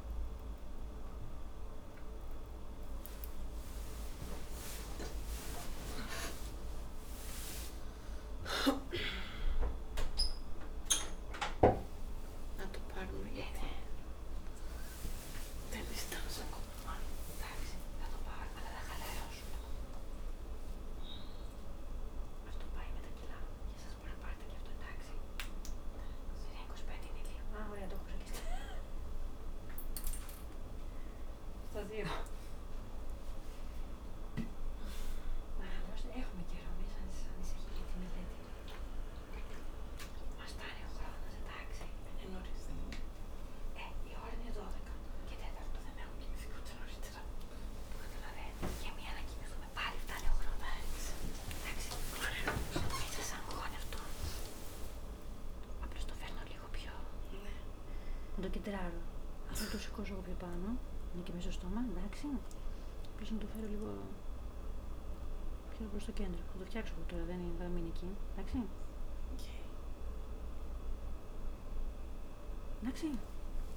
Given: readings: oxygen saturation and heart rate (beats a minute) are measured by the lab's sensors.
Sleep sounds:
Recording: a person awake in a sleep study, by a room microphone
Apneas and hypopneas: none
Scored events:
none scored
From the record:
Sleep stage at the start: awake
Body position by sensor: on the back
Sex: female

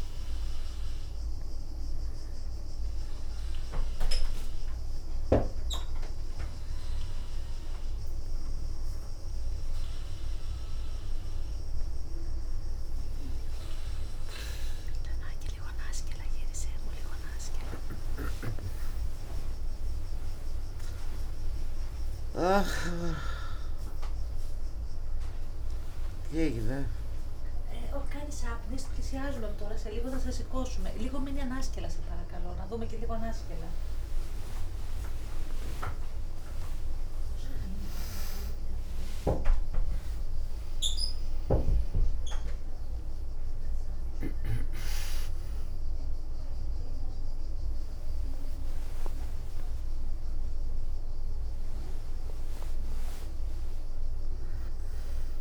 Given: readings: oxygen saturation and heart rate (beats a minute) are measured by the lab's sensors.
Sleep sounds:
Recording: a person awake in a sleep study, by a room microphone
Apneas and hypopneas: none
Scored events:
1.50-2.50 s: leg movement (device-marked)
11.50-55.41 s: new sleep stage, awake
15.00-21.50 s: leg movement (device-marked)
31.50-38.50 s: tachycardia (device-marked, heart rate 64 before, 126 extreme)
34.00-36.00 s: long interval between heartbeats (device-marked, heart rate 75 before, 87 extreme)
37.00-39.00 s: long interval between heartbeats (device-marked, heart rate 80 before, 121 extreme)
46.50-53.50 s: tachycardia (device-marked, heart rate 65 before, 121 extreme)
48.00-50.00 s: long interval between heartbeats (device-marked, heart rate 95 before, 90 extreme)
52.00-55.41 s: leg movement (device-marked)
53.00-55.00 s: long interval between heartbeats (device-marked, heart rate 102 before, 116 extreme)
From the record:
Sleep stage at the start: N2 (light sleep)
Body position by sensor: on the back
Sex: female

